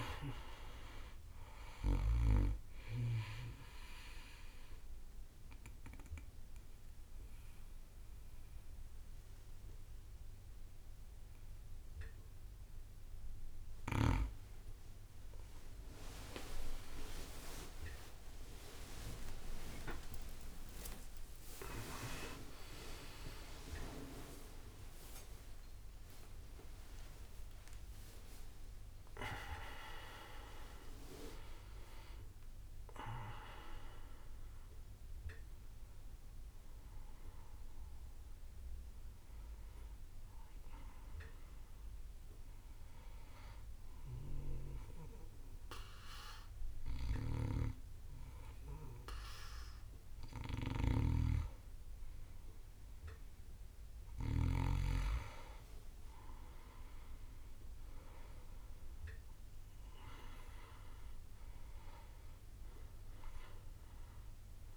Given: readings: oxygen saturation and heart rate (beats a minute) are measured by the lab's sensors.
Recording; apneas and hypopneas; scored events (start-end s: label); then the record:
breathing in sleep by a room microphone; 2
0.00-16.00 s: oxygen desaturation (device-marked, oxygen 94% lowest)
4.00-15.00 s: obstructive apnea (oxygen 98% before, 94% lowest)
16.50-21.50 s: arousal
21.50-23.50 s: long interval between heartbeats (device-marked)
26.00-43.00 s: bradycardia (device-marked)
43.50-53.50 s: hypopnea (oxygen 98% before, 96% lowest)
51.00-55.00 s: snoring (device-marked)
From the record:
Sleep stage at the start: N2 (light sleep); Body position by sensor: on the back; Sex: male